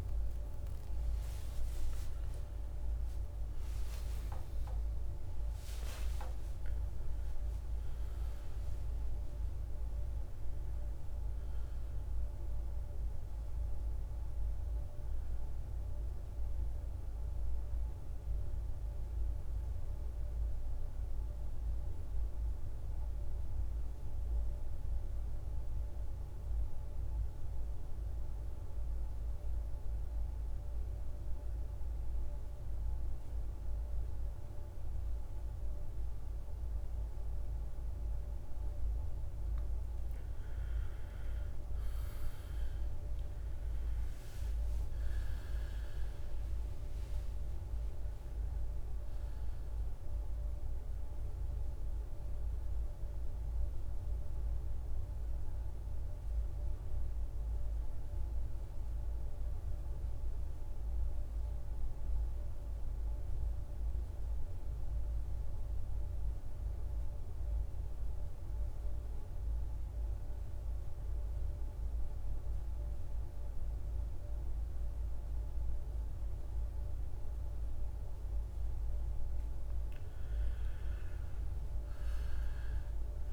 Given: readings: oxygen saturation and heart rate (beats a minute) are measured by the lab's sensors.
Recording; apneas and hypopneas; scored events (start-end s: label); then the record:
breathing in sleep, hard to hear, by a room microphone; 2
1.00-6.00 s: arousal
2.50-20.50 s: oxygen desaturation (device-marked, oxygen 97% before, 93% lowest, heart rate 56 before, 54 extreme)
12.50-83.33 s: new sleep stage, N2 (light sleep)
19.00-37.50 s: central apnea (oxygen 97% before, 85% lowest, heart rate 63 before, 54 extreme, up 14 after)
38.50-63.50 s: oxygen desaturation (device-marked, oxygen 97% before, 87% lowest, heart rate 55 before, 55 extreme)
43.00-48.00 s: arousal
58.00-79.00 s: mixed apnea (oxygen 97% before, 85% lowest, heart rate 65 before, 55 extreme, up 12 after)
78.50-83.33 s: oxygen desaturation (device-marked, oxygen 98% before, 85% lowest, heart rate 57 before, 56 extreme)
From the record:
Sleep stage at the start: N1 (lightest sleep); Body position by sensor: on the back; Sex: male